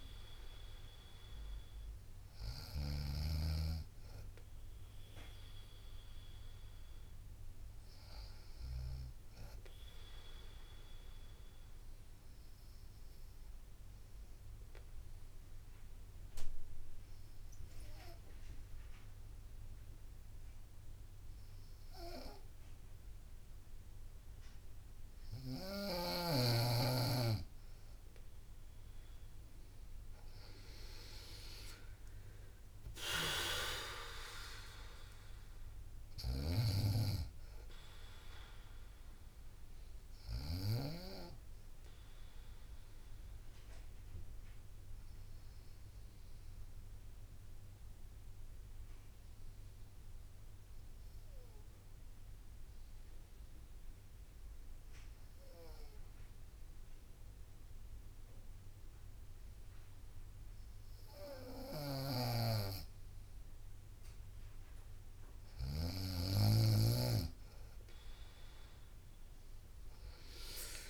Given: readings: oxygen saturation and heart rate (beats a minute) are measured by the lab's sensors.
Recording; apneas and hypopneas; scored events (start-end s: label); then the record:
breathing in sleep by a room microphone; 1
0.00-2.50 s: snoring (device-marked)
23.00-29.00 s: bradycardia (device-marked, heart rate 62 before, 58 extreme)
31.00-35.00 s: arousal
32.00-44.00 s: drop in pulse transit time (device-marked, heart rate 60 before, 62 extreme)
32.50-34.50 s: long interval between heartbeats (device-marked, heart rate 60 before, 70 extreme)
32.50-40.50 s: snoring (device-marked)
39.50-62.50 s: obstructive apnea (oxygen 95% before, 91% lowest, heart rate 67 before, 57 extreme, up 9 after)
41.00-50.00 s: bradycardia (device-marked, heart rate 62 before, 58 extreme)
55.00-67.00 s: bradycardia (device-marked, heart rate 62 before, 58 extreme)
61.00-65.50 s: snoring (device-marked)
68.50-70.90 s: arousal
69.00-70.90 s: drop in pulse transit time (device-marked, heart rate 59 before, 57 extreme)
From the record:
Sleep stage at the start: N2 (light sleep); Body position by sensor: on the right side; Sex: female